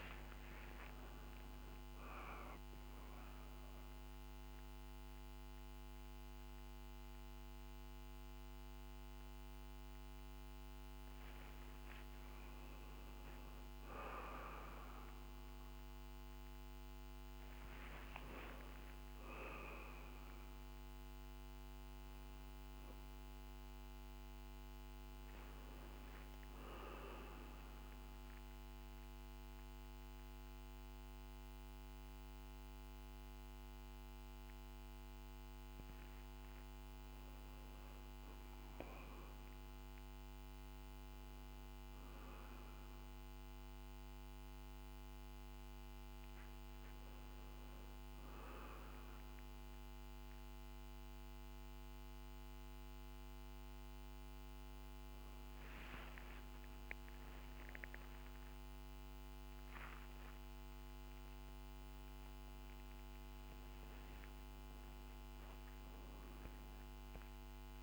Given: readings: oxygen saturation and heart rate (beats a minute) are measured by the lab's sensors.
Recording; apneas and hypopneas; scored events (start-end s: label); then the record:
a person partly awake in a sleep study, hard to hear, by a microphone on the trachea; none
7.50-67.50 s: new sleep stage, N1 (lightest sleep)
67.50-67.83 s: new sleep stage, awake
From the record:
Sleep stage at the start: awake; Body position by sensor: on the back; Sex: male